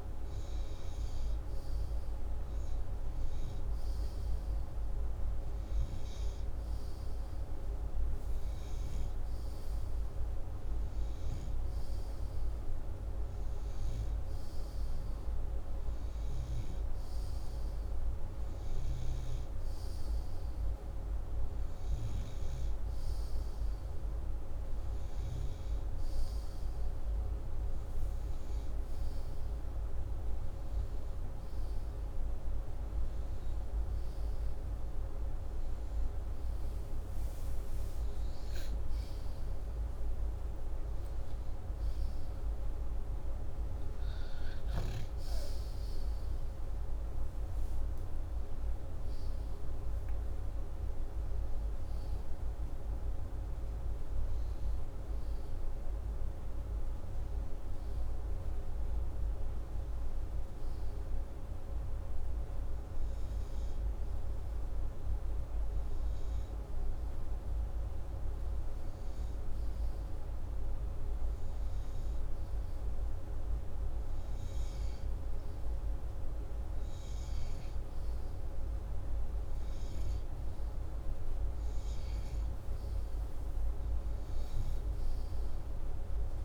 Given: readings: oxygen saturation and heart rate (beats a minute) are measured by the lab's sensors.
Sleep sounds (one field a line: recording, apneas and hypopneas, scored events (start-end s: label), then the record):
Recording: breathing in sleep, hard to hear, by a room microphone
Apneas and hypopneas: none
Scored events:
19.00-23.00 s: snoring (device-marked)
From the record:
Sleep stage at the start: N2 (light sleep)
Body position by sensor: upright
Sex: male